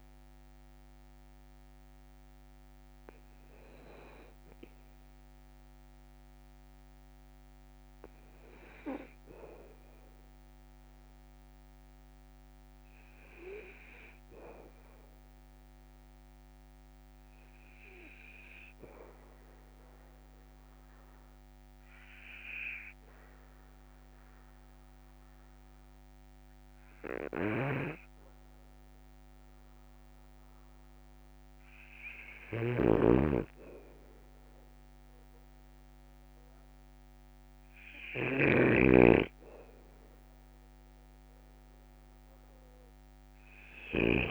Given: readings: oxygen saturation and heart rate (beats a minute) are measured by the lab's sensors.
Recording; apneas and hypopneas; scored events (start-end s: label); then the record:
breathing in sleep by a microphone on the trachea; 1
0.00-13.00 s: oxygen desaturation (device-marked, oxygen 95% before, 87% lowest, heart rate 62 before, 55 extreme)
20.00-33.00 s: mixed apnea (oxygen 99% before, 89% lowest, heart rate 59 before, 55 extreme, up 6 after)
27.50-44.31 s: snoring (device-marked)
36.50-40.00 s: arousal
43.00-44.31 s: oxygen desaturation (device-marked, oxygen 97% before, 92% lowest, heart rate 59 before, 57 extreme)
From the record:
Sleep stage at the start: N2 (light sleep); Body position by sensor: on the back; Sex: male